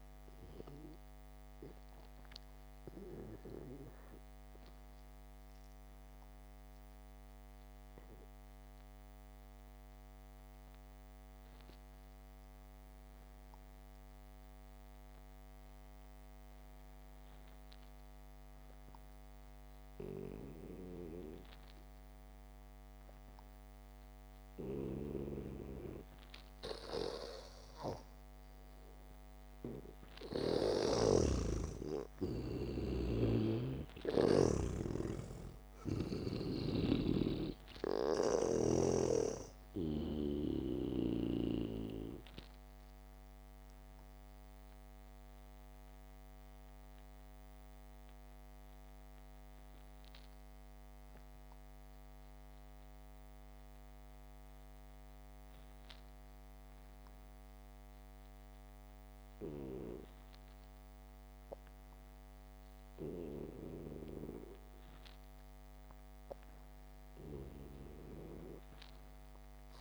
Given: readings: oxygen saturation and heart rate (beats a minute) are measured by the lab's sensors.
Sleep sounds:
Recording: breathing in sleep by a microphone on the trachea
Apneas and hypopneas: 2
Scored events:
0.00-3.00 s: oxygen desaturation (device-marked, oxygen 91% lowest, heart rate 58 extreme)
7.50-23.00 s: mixed apnea (oxygen 96% before, 86% lowest, heart rate 58 before, 52 extreme, up 1 after)
12.00-21.00 s: oxygen desaturation (device-marked, oxygen 92% before, 88% lowest, heart rate 61 before, 52 extreme)
27.50-31.50 s: arousal
31.50-35.50 s: snoring (device-marked)
33.00-64.00 s: oxygen desaturation (device-marked, oxygen 98% before, 86% lowest, heart rate 63 before, 49 extreme)
44.50-63.00 s: mixed apnea (oxygen 98% before, 86% lowest, heart rate 56 before, 49 extreme, up 3 after)
65.50-69.50 s: arousal
From the record:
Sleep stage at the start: N2 (light sleep)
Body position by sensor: on the back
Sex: male

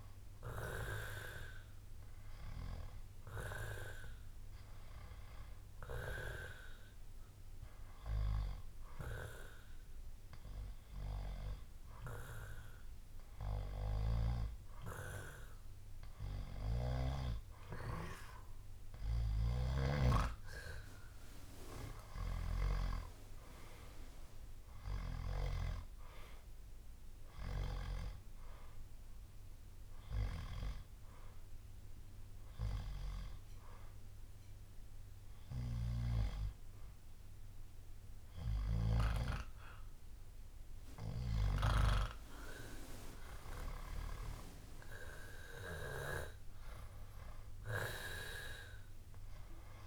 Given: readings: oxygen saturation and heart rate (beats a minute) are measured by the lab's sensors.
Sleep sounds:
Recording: breathing in sleep by a room microphone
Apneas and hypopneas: 2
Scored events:
0.00-6.50 s: drop in pulse transit time (device-marked, heart rate 60 extreme)
6.50-17.50 s: hypopnea (oxygen 96% before, 93% lowest, heart rate 65 before, 60 extreme, up 11 after)
19.50-23.50 s: arousal
23.50-33.50 s: drop in pulse transit time (device-marked, heart rate 63 before, 60 extreme)
31.50-41.50 s: hypopnea (oxygen 96% before, 93% lowest, heart rate 66 before, 62 extreme, up 14 after)
44.00-47.50 s: arousal
From the record:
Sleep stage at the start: N2 (light sleep)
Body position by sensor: on the back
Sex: male

